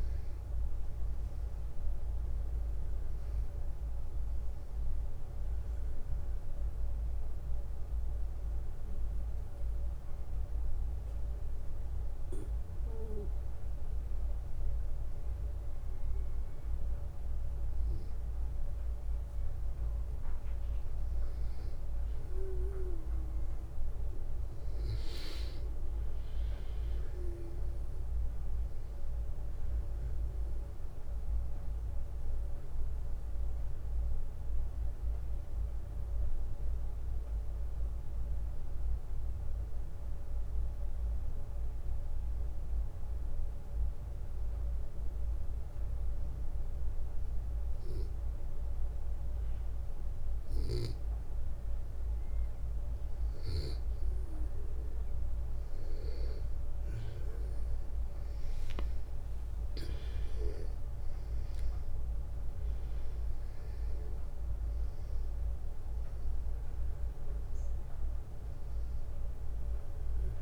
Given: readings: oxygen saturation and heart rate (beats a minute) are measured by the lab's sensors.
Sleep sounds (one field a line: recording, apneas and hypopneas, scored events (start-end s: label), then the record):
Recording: a person partly awake in a sleep study, by a room microphone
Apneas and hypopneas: 2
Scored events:
7.00-70.42 s: new sleep stage, N2 (light sleep)
8.00-19.00 s: obstructive apnea (oxygen 97% before, 92% lowest, heart rate 67 before, 59 extreme, up 4 after)
21.50-25.50 s: arousal
32.50-51.50 s: obstructive apnea (oxygen 97% before, 92% lowest, heart rate 63 before, 58 extreme, up 7 after)
54.50-58.50 s: arousal
59.00-70.42 s: oxygen desaturation (device-marked, oxygen 97% before, 92% lowest, heart rate 61 before, 60 extreme)
From the record:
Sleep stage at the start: awake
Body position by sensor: on the back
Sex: male